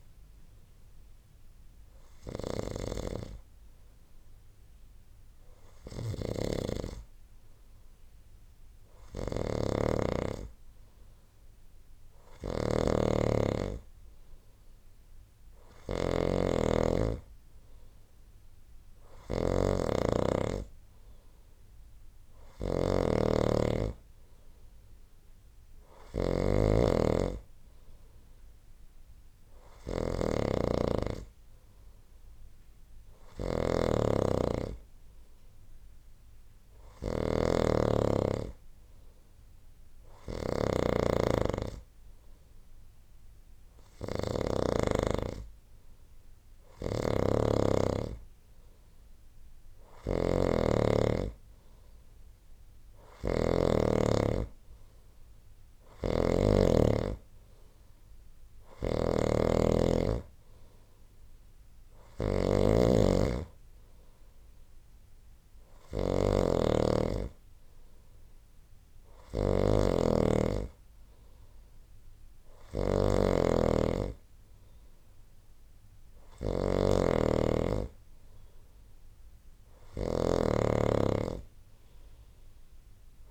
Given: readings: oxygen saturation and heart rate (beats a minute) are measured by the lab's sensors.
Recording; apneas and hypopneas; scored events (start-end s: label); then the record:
breathing in sleep by a room microphone; none
0.00-1.00 s: oxygen desaturation (device-marked, oxygen 92% lowest, heart rate 64 extreme)
6.00-44.50 s: snoring (device-marked)
46.50-53.50 s: snoring (device-marked)
55.50-83.31 s: snoring (device-marked)
From the record:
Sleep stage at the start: N2 (light sleep); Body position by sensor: on the right side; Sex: male